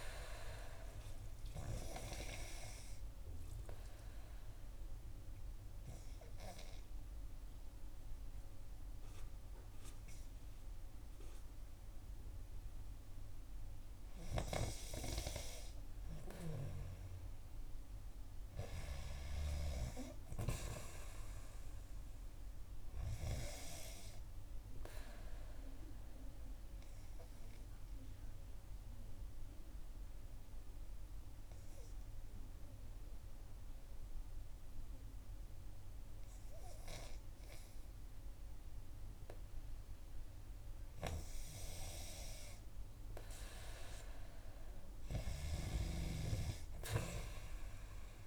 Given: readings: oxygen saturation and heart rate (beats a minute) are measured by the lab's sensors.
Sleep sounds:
breathing in sleep by a room microphone; 2
2.50-13.50 s: obstructive apnea (oxygen 94% before, 91% lowest, heart rate 60 before, 58 extreme, up 1 after)
15.50-19.00 s: arousal
25.50-40.50 s: obstructive apnea (oxygen 94% before, 91% lowest, heart rate 60 before, 58 extreme, up 5 after)
42.50-46.00 s: arousal
From the record:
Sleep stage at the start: N2 (light sleep); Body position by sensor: on the back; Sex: female

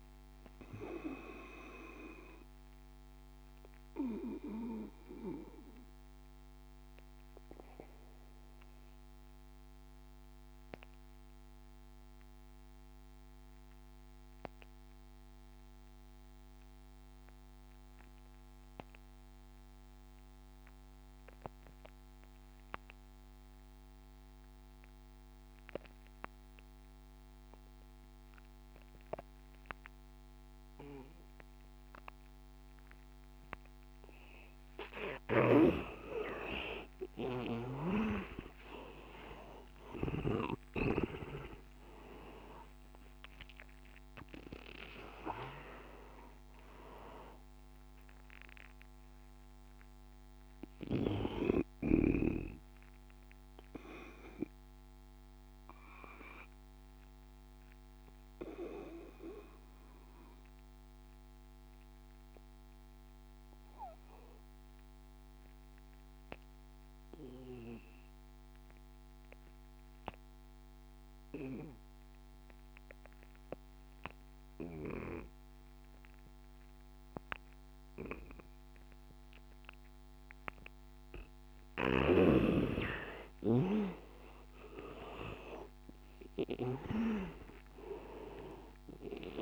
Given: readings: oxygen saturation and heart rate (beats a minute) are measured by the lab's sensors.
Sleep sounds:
breathing in sleep by a microphone on the trachea; 2
0.00-12.50 s: oxygen desaturation (device-marked, oxygen 84% lowest, heart rate 73 extreme)
0.50-34.00 s: obstructive apnea (oxygen 99% before, 79% lowest, heart rate 89 before, 73 extreme, up 15 after)
28.50-67.50 s: oxygen desaturation (device-marked, oxygen 98% before, 79% lowest, heart rate 82 before, 76 extreme)
36.00-40.50 s: arousal
48.50-81.00 s: obstructive apnea (oxygen 98% before, 79% lowest, heart rate 82 before, 76 extreme, up 13 after)
76.50-89.42 s: oxygen desaturation (device-marked, oxygen 99% before, 81% lowest, heart rate 82 before, 81 extreme)
84.00-88.50 s: arousal
From the record:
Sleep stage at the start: N2 (light sleep); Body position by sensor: on the back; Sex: male

